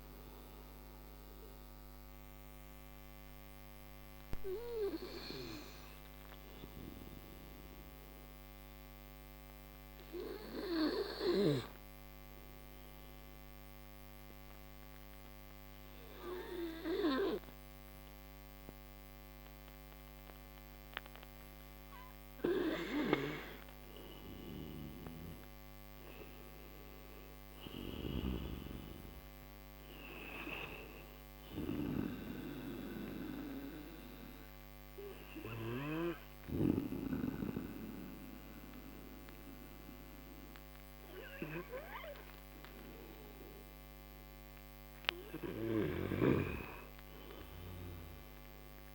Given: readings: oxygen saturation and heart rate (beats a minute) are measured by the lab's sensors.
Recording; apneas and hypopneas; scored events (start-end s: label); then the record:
a person partly awake in a sleep study, by a microphone on the trachea; 2
3.00-48.95 s: new sleep stage, N2 (light sleep)
13.00-24.50 s: obstructive apnea (oxygen 99% before, 92% lowest)
28.00-30.50 s: arousal
31.00-44.00 s: oxygen desaturation (device-marked, oxygen 97% before, 92% lowest)
33.00-44.00 s: obstructive apnea (oxygen 99% before, 88% lowest)
47.50-48.95 s: arousal
From the record:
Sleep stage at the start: awake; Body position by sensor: on the right side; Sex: male